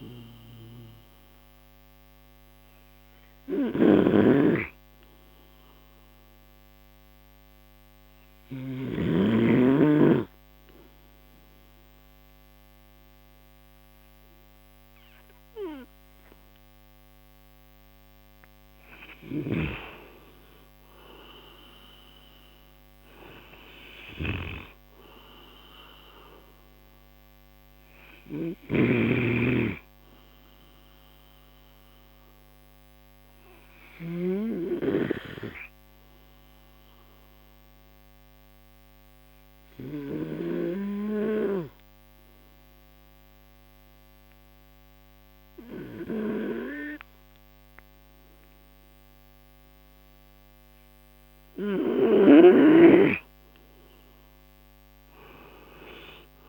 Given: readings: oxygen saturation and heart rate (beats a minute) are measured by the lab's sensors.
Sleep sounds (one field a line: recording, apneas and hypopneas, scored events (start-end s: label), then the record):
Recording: breathing in sleep by a microphone on the trachea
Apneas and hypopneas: 2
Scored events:
0.00-13.50 s: oxygen desaturation (device-marked, oxygen 90% lowest)
0.50-18.50 s: obstructive apnea (oxygen 97% before, 88% lowest)
20.50-50.50 s: new sleep stage, N3 (deep sleep)
21.00-25.50 s: arousal
31.00-51.00 s: obstructive apnea (oxygen 95% before, 88% lowest)
50.50-56.49 s: new sleep stage, N2 (light sleep)
52.50-56.49 s: oxygen desaturation (device-marked, oxygen 97% before, 88% lowest)
53.00-56.49 s: arousal
From the record:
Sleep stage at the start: N2 (light sleep)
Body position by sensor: on the right side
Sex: male